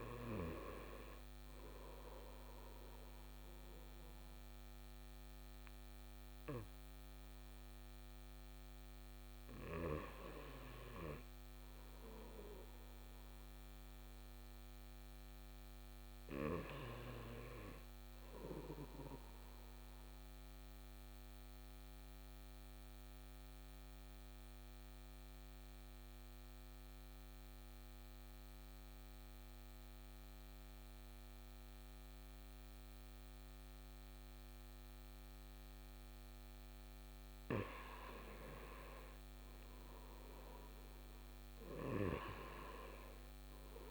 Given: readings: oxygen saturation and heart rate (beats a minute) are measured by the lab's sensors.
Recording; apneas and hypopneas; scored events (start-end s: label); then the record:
breathing in sleep by a microphone on the trachea; 1
20.00-38.50 s: mixed apnea (oxygen 97% before, 94% lowest, heart rate 54 before, 54 extreme, up 3 after)
40.00-43.91 s: arousal
From the record:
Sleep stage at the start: N2 (light sleep); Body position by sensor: on the right side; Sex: male